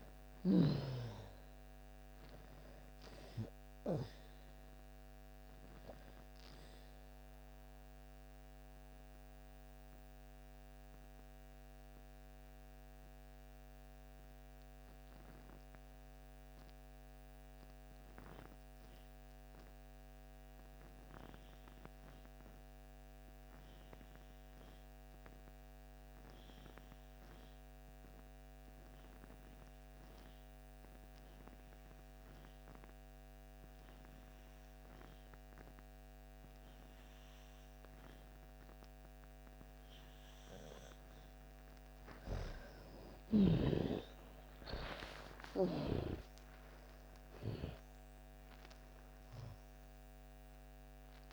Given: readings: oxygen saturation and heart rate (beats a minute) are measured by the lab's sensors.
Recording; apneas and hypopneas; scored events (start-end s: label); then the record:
breathing in sleep by a microphone on the trachea; 1
0.00-22.50 s: oxygen desaturation (device-marked, oxygen 76% lowest)
8.00-40.50 s: mixed apnea (oxygen 93% before, 76% lowest)
27.50-51.32 s: oxygen desaturation (device-marked, oxygen 98% before, 78% lowest)
43.50-48.50 s: arousal
From the record:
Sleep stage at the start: N2 (light sleep); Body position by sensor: on the back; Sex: female